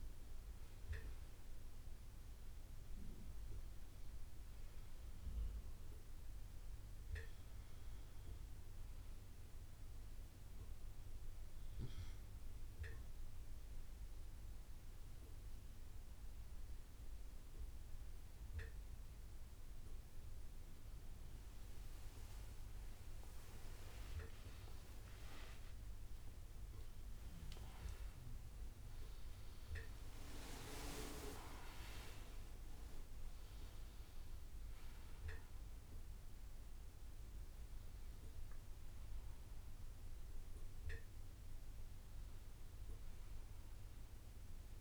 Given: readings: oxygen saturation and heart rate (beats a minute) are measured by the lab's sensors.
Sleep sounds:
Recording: a person partly awake in a sleep study, by a room microphone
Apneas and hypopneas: none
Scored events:
0.00-12.50 s: oxygen desaturation (device-marked, oxygen 94% lowest, heart rate 39 extreme)
0.00-14.50 s: bradycardia (device-marked)
5.50-21.50 s: drop in pulse transit time (device-marked, heart rate 63 before, 54 extreme)
24.00-26.00 s: long interval between heartbeats (device-marked, heart rate 57 before, 68 extreme)
24.50-33.50 s: bradycardia (device-marked, heart rate 32 before, 39 extreme)
28.50-30.50 s: long interval between heartbeats (device-marked, heart rate 60 before, 40 extreme)
33.50-44.81 s: new sleep stage, awake
34.50-43.50 s: drop in pulse transit time (device-marked, heart rate 57 before, 55 extreme)
41.50-44.81 s: bradycardia (device-marked, heart rate 34 before, 53 extreme)
From the record:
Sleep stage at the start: N1 (lightest sleep)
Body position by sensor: on the right side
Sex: male

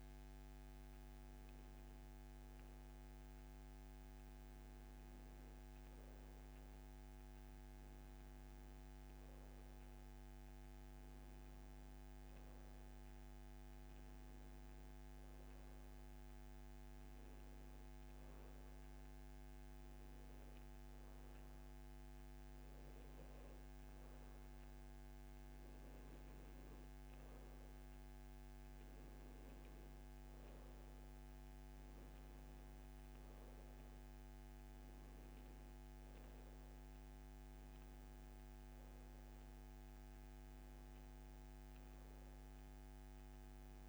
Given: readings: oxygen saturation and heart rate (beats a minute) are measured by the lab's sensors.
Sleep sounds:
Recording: breathing in sleep, hard to hear, by a microphone on the trachea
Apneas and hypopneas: 1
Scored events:
11.50-43.89 s: new sleep stage, N2 (light sleep)
13.50-24.50 s: hypopnea (oxygen 96% before, 92% lowest, heart rate 75 before, 72 extreme, up 1 after)
27.50-31.50 s: arousal
From the record:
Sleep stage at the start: N1 (lightest sleep)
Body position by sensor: on the back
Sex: male

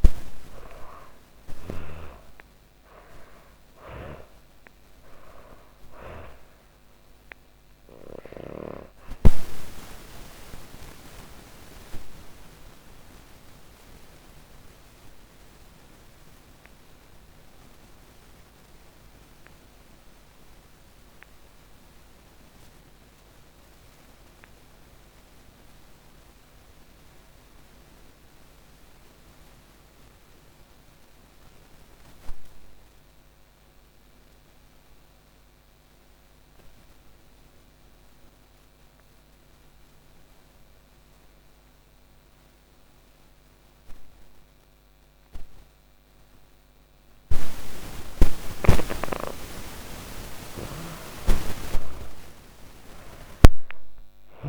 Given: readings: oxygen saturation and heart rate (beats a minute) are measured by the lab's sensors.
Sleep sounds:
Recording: breathing in sleep by a microphone on the trachea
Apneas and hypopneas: 1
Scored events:
0.00-1.00 s: arousal
0.00-27.00 s: oxygen desaturation (device-marked, oxygen 73% lowest, heart rate 50 extreme)
9.50-48.50 s: obstructive apnea (oxygen 99% before, 73% lowest, heart rate 95 before, 58 extreme, up 11 after)
41.00-54.49 s: oxygen desaturation (device-marked, oxygen 98% before, 74% lowest, heart rate 110 before, 29 extreme)
47.50-53.50 s: snoring (device-marked)
49.50-52.50 s: arousal
From the record:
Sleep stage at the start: N2 (light sleep)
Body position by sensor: on the back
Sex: female

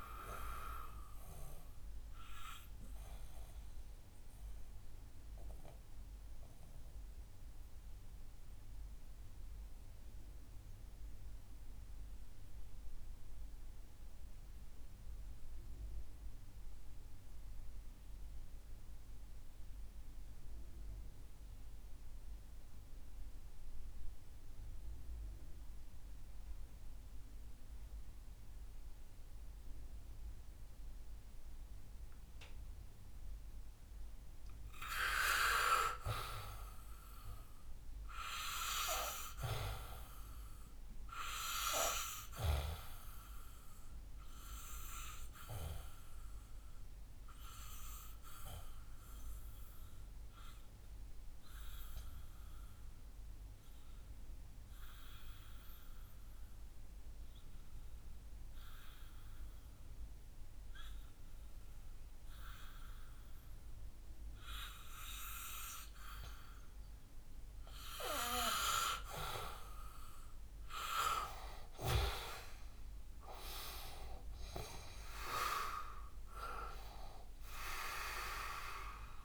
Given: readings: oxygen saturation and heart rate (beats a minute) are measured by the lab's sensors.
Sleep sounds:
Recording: breathing in sleep by a room microphone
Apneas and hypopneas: 2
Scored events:
0.00-22.00 s: oxygen desaturation (device-marked, oxygen 89% lowest, heart rate 57 extreme)
0.50-34.50 s: mixed apnea (oxygen 98% before, 89% lowest, heart rate 65 before, 57 extreme, up 3 after)
36.50-39.50 s: arousal
39.00-63.00 s: oxygen desaturation (device-marked, oxygen 98% before, 90% lowest, heart rate 64 before, 61 extreme)
44.50-68.00 s: obstructive apnea (oxygen 99% before, 90% lowest, heart rate 64 before, 61 extreme, up 8 after)
71.00-75.50 s: arousal
From the record:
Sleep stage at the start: N2 (light sleep)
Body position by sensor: on the back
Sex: male

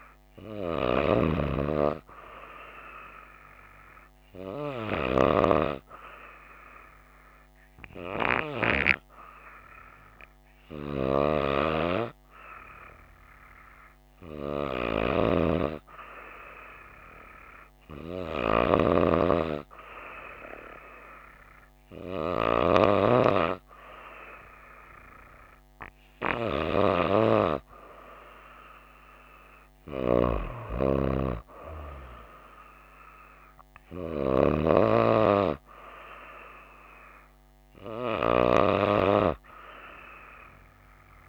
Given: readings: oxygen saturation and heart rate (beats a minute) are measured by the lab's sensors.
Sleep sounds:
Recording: breathing in sleep by a microphone on the trachea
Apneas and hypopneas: 1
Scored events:
5.00-22.00 s: hypopnea (oxygen 96% before, 94% lowest, heart rate 61 before, 57 extreme, up 3 after)
24.50-27.50 s: arousal
From the record:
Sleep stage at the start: N2 (light sleep)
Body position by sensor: on the right side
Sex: female

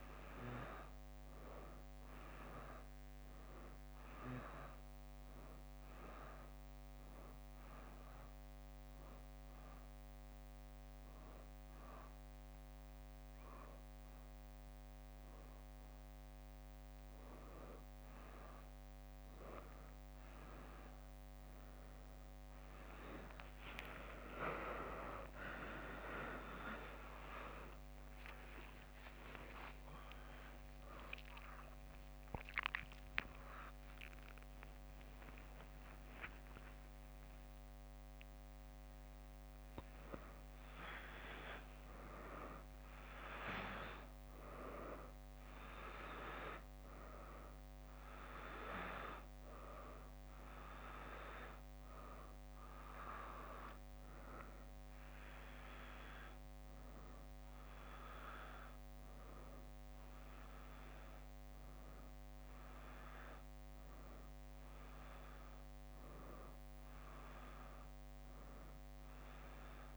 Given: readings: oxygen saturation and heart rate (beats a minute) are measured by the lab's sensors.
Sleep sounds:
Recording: a person awake in a sleep study, by a microphone on the trachea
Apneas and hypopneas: 1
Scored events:
0.00-3.00 s: leg movement (device-marked)
0.00-18.50 s: oxygen desaturation (device-marked, oxygen 90% lowest, heart rate 60 extreme)
6.50-15.00 s: leg movement (device-marked)
7.50-18.00 s: hypopnea (oxygen 93% before, 90% lowest, heart rate 64 before, 60 extreme, up 4 after)
8.50-16.50 s: drop in pulse transit time (device-marked, heart rate 65 before, 61 extreme)
26.50-36.50 s: drop in pulse transit time (device-marked, heart rate 64 before, 66 extreme)
29.50-69.97 s: new sleep stage, awake
32.50-43.50 s: tachycardia (device-marked, heart rate 68 before, 182 extreme)
From the record:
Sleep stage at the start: N1 (lightest sleep)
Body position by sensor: on the back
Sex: female

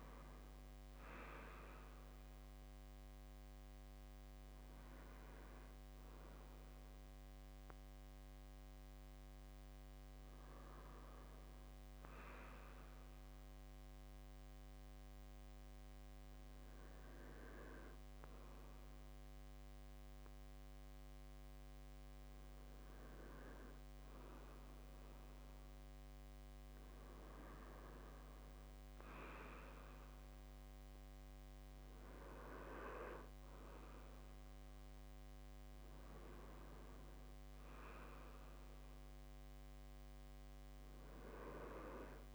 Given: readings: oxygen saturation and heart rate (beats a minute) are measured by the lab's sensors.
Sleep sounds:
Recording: breathing in sleep by a microphone on the trachea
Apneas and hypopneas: none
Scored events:
none scored
From the record:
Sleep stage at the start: N2 (light sleep)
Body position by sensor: on the left side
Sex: male

